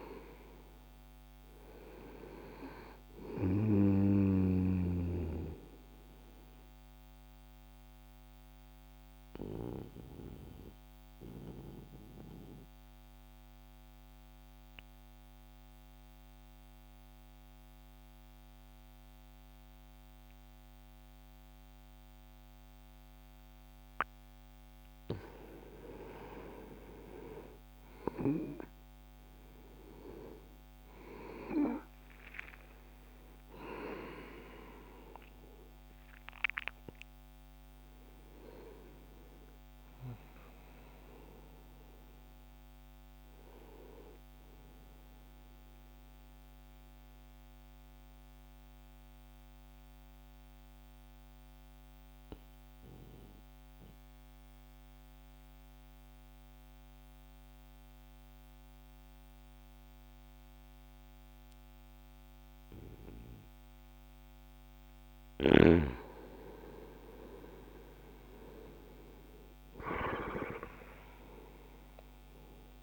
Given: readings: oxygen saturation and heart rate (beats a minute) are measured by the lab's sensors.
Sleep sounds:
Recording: breathing in sleep by a microphone on the trachea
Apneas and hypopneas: 2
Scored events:
0.50-20.50 s: oxygen desaturation (device-marked, oxygen 98% before, 85% lowest, heart rate 62 before, 60 extreme)
4.50-24.00 s: obstructive apnea (oxygen 98% before, 85% lowest, heart rate 62 before, 60 extreme, up 1 after)
27.50-32.50 s: arousal
33.50-56.50 s: oxygen desaturation (device-marked, oxygen 97% before, 86% lowest, heart rate 61 before, 60 extreme)
45.50-65.00 s: obstructive apnea (oxygen 97% before, 86% lowest, heart rate 63 before, 60 extreme, up 2 after)
67.00-71.50 s: arousal
69.50-72.83 s: oxygen desaturation (device-marked, oxygen 98% before, 87% lowest, heart rate 62 before, 60 extreme)
From the record:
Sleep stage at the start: N2 (light sleep)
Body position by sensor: on the right side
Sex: male

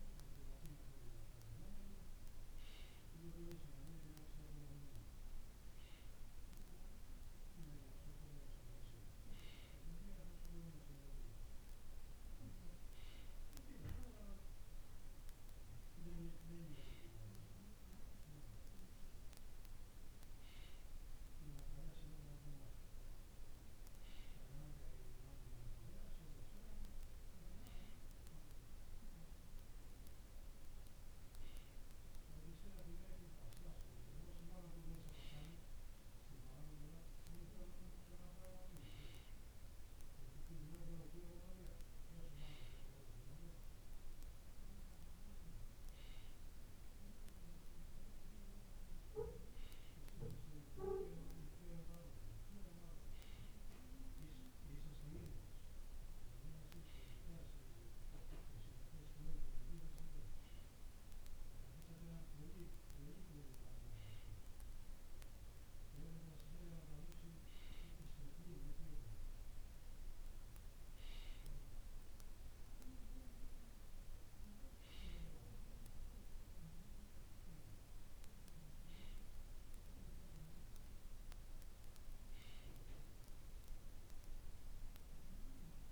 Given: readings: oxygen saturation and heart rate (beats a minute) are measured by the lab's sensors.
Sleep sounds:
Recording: breathing in sleep by a room microphone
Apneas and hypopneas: none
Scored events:
none scored
From the record:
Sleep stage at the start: N2 (light sleep)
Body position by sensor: on the right side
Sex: male

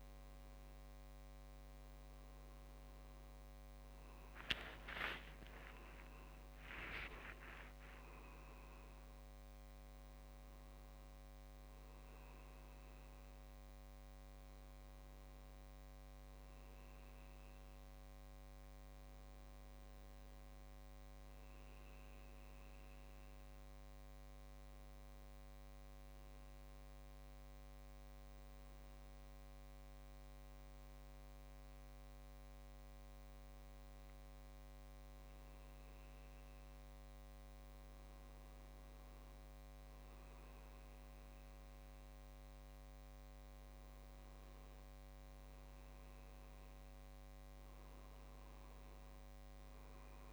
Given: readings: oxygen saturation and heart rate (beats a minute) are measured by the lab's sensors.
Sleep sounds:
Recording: a person partly awake in a sleep study, hard to hear, by a microphone on the trachea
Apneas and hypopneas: none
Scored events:
12.00-50.33 s: new sleep stage, N2 (light sleep)
46.00-47.50 s: leg movement (device-marked)
From the record:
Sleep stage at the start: awake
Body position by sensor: on the back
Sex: male

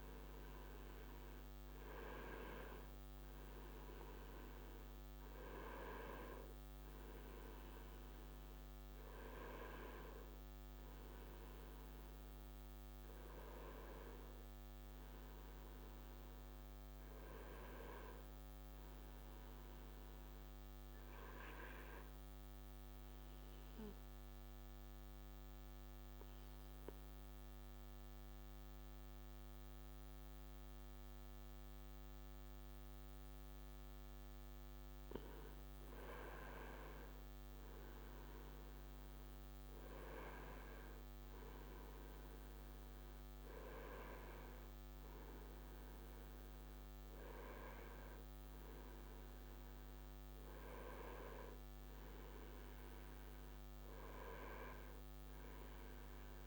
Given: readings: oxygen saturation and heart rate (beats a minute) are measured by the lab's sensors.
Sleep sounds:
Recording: breathing in sleep by a microphone on the trachea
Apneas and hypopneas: 1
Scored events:
0.00-8.50 s: oxygen desaturation (device-marked, oxygen 92% lowest)
2.50-32.50 s: new sleep stage, N2 (light sleep)
11.00-15.50 s: arousal
20.00-35.00 s: obstructive apnea (oxygen 96% before, 91% lowest)
32.50-56.47 s: new sleep stage, N1 (lightest sleep)
37.00-41.00 s: arousal
37.50-56.47 s: oxygen desaturation (device-marked, oxygen 96% before, 91% lowest)
From the record:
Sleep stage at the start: N1 (lightest sleep)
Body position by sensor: on the right side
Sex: male

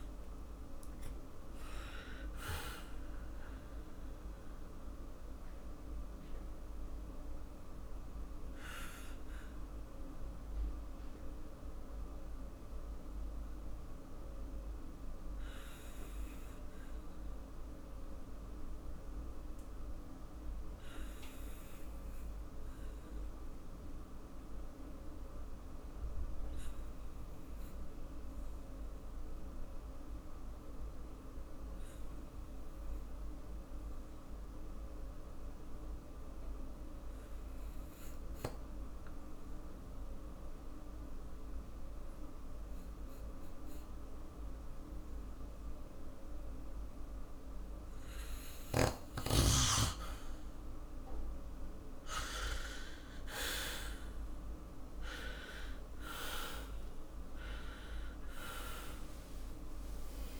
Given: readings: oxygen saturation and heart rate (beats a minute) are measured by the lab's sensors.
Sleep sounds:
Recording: breathing in sleep by a room microphone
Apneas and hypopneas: 1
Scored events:
6.00-46.50 s: obstructive apnea (oxygen 97% before, 94% lowest, heart rate 56 before, 49 extreme, up 14 after)
30.00-41.00 s: oxygen desaturation (device-marked, oxygen 97% before, 94% lowest, heart rate 51 before, 49 extreme)
53.00-57.00 s: arousal
55.00-57.00 s: long interval between heartbeats (device-marked, heart rate 52 before, 70 extreme)
57.00-59.00 s: long interval between heartbeats (device-marked, heart rate 55 before, 134 extreme)
59.00-60.40 s: long interval between heartbeats (device-marked, heart rate 64 before, 154 extreme)
From the record:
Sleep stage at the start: N2 (light sleep)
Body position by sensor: on the back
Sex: male

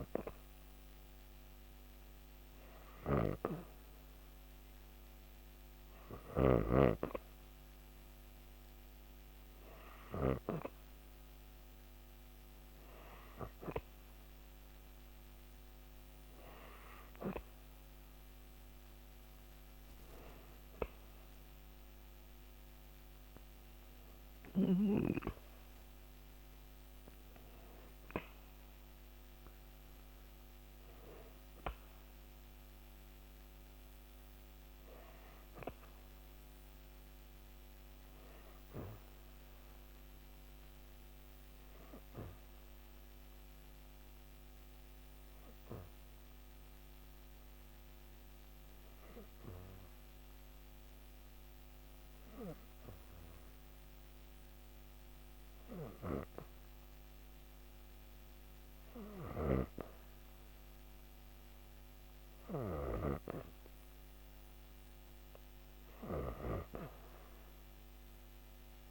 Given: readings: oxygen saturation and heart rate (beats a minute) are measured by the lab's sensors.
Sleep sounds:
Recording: breathing in sleep by a microphone on the trachea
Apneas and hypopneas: 1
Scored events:
44.00-58.50 s: hypopnea (oxygen 97% before, 94% lowest, heart rate 104 before, 73 extreme, up 46 after)
60.00-63.50 s: arousal
From the record:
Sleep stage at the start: N2 (light sleep)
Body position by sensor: on the back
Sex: female

